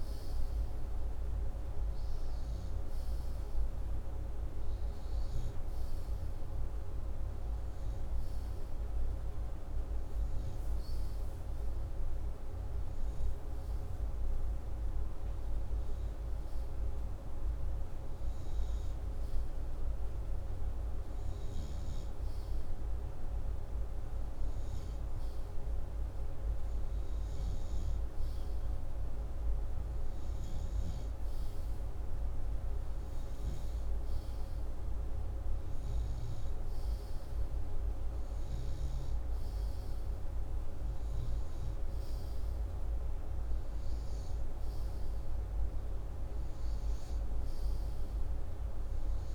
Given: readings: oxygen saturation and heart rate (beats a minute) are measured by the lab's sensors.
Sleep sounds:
breathing in sleep, hard to hear, by a room microphone; none
none scored
From the record:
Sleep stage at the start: N2 (light sleep); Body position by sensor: upright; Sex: male

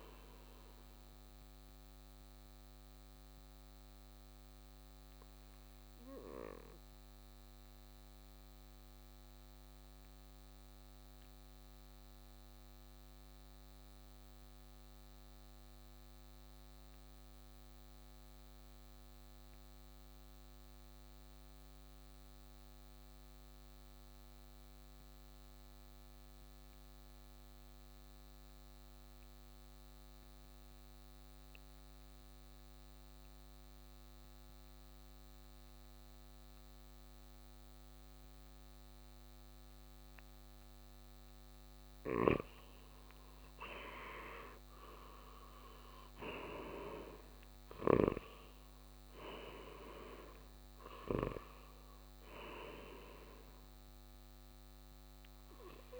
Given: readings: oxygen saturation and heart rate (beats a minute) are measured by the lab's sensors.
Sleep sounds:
breathing in sleep by a microphone on the trachea; 1
0.00-13.50 s: oxygen desaturation (device-marked, oxygen 91% lowest, heart rate 54 extreme)
0.50-42.50 s: mixed apnea (oxygen 97% before, 88% lowest, heart rate 62 before, 54 extreme, up 8 after)
33.50-56.00 s: oxygen desaturation (device-marked, oxygen 97% before, 88% lowest, heart rate 57 before, 55 extreme)
42.00-56.00 s: snoring (device-marked)
44.00-48.00 s: arousal
From the record:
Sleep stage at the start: N2 (light sleep); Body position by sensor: on the right side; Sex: male

